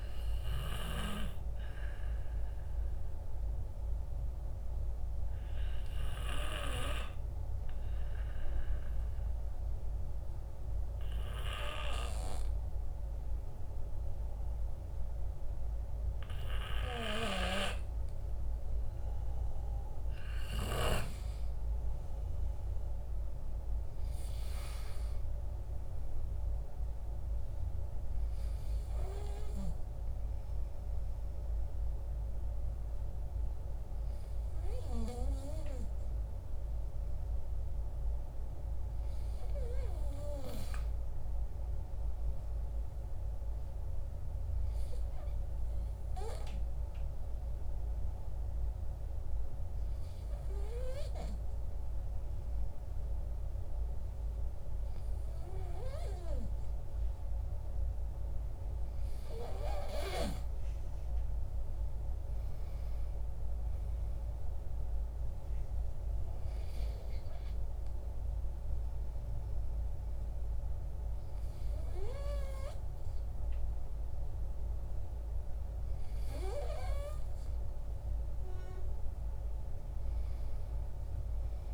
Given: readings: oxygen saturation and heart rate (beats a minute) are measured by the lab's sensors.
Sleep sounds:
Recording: breathing in sleep by a room microphone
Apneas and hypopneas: 2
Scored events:
9.50-20.00 s: obstructive apnea (oxygen 97% before, 93% lowest, heart rate 52 before, 49 extreme, up 11 after)
21.50-24.50 s: arousal
25.00-44.00 s: oxygen desaturation (device-marked, oxygen 96% before, 93% lowest, heart rate 57 before, 49 extreme)
44.00-56.50 s: obstructive apnea (oxygen 96% before, 94% lowest, heart rate 56 before, 48 extreme, up 10 after)
From the record:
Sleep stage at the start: N2 (light sleep)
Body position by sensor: on the back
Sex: male

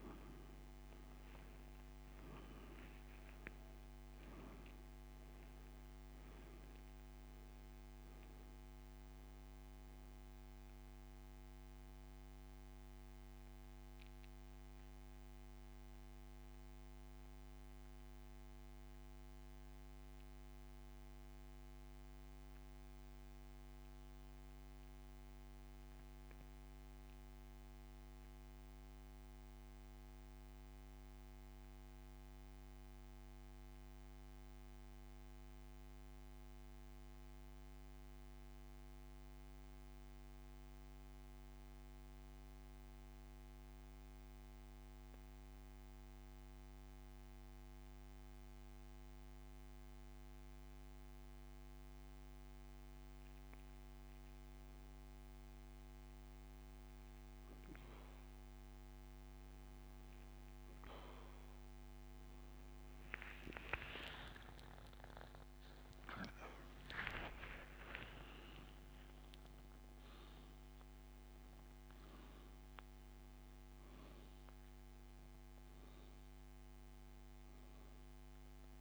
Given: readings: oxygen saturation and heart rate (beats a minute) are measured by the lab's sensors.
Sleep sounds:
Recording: breathing in sleep by a microphone on the trachea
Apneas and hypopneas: 1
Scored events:
0.00-1.50 s: arousal
15.00-53.00 s: central apnea (oxygen 97% before, 84% lowest)
39.00-55.00 s: oxygen desaturation (device-marked, oxygen 93% before, 84% lowest)
63.50-68.00 s: arousal
65.00-78.81 s: oxygen desaturation (device-marked, oxygen 98% before, 93% lowest)
From the record:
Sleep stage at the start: N2 (light sleep)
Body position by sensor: on the back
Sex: male

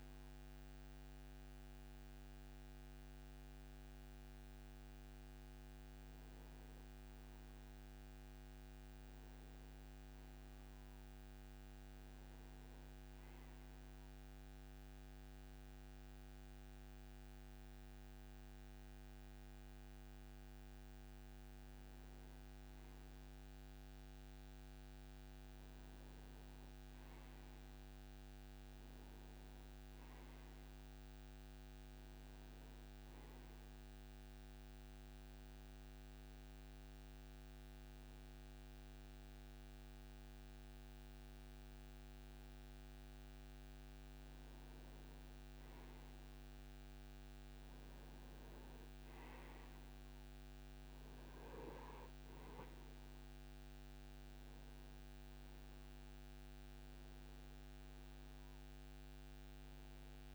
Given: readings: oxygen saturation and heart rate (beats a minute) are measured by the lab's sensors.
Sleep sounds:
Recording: breathing in sleep, hard to hear, by a microphone on the trachea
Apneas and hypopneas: 1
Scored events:
0.00-16.50 s: oxygen desaturation (device-marked, oxygen 88% lowest)
26.00-29.50 s: arousal
35.50-46.00 s: obstructive apnea (oxygen 96% before, 89% lowest)
35.50-46.50 s: oxygen desaturation (device-marked, oxygen 93% before, 90% lowest)
52.50-60.34 s: oxygen desaturation (device-marked, oxygen 93% before, 89% lowest)
56.00-60.00 s: arousal
From the record:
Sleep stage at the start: N2 (light sleep)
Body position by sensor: on the right side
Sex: male

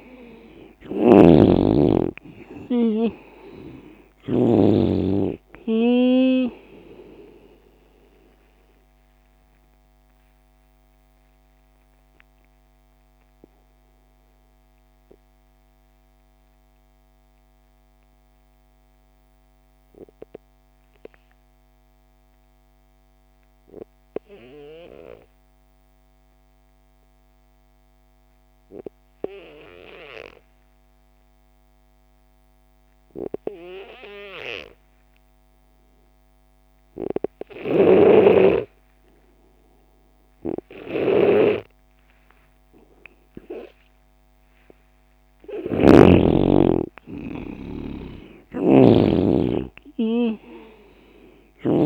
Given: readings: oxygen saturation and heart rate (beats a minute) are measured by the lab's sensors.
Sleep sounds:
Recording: breathing in sleep by a microphone on the trachea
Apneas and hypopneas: 1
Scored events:
0.00-1.00 s: arousal
0.00-4.50 s: snoring (device-marked)
0.00-23.50 s: oxygen desaturation (device-marked, oxygen 85% lowest)
8.50-42.00 s: obstructive apnea (oxygen 98% before, 85% lowest)
37.00-46.00 s: snoring (device-marked)
38.50-51.86 s: oxygen desaturation (device-marked, oxygen 98% before, 89% lowest)
44.00-48.00 s: arousal
48.00-51.50 s: snoring (device-marked)
From the record:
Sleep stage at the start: N2 (light sleep)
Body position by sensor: on the left side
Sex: male

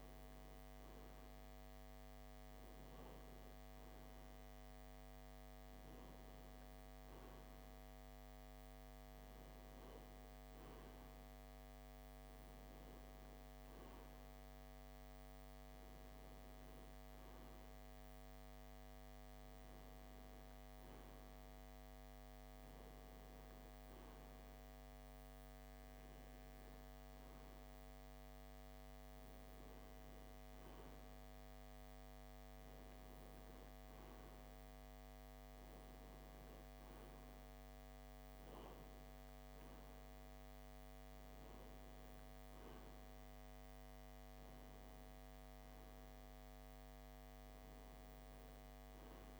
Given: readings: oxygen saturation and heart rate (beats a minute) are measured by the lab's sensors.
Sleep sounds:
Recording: breathing in sleep, hard to hear, by a microphone on the trachea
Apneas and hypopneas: none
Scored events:
none scored
From the record:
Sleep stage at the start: N3 (deep sleep)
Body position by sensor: on the left side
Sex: male

